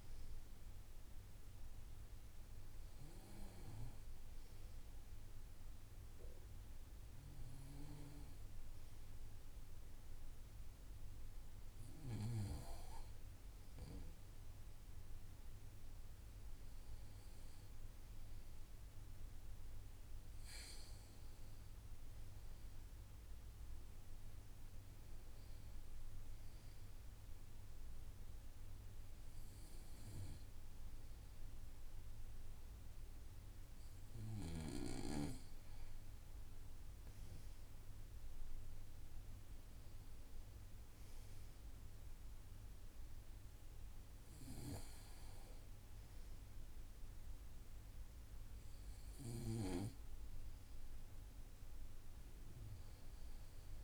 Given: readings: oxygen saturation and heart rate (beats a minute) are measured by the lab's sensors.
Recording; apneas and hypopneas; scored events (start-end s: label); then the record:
breathing in sleep by a room microphone; none
none scored
From the record:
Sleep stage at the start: N2 (light sleep); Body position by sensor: on the right side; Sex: male